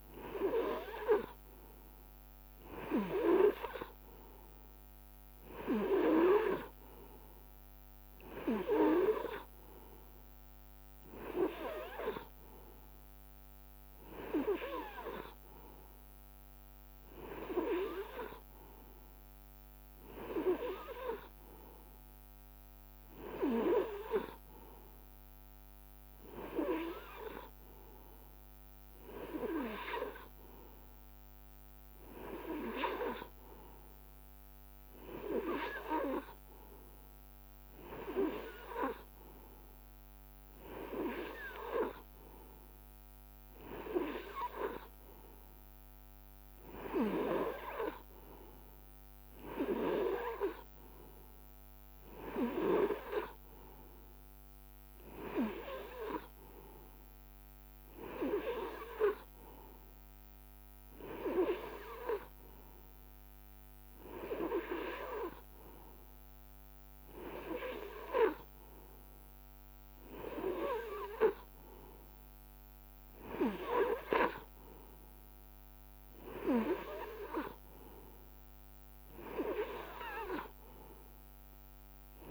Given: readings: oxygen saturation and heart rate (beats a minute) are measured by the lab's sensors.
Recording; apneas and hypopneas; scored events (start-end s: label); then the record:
breathing in sleep by a microphone on the trachea; none
none scored
From the record:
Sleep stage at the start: N2 (light sleep); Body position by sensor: on the right side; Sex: male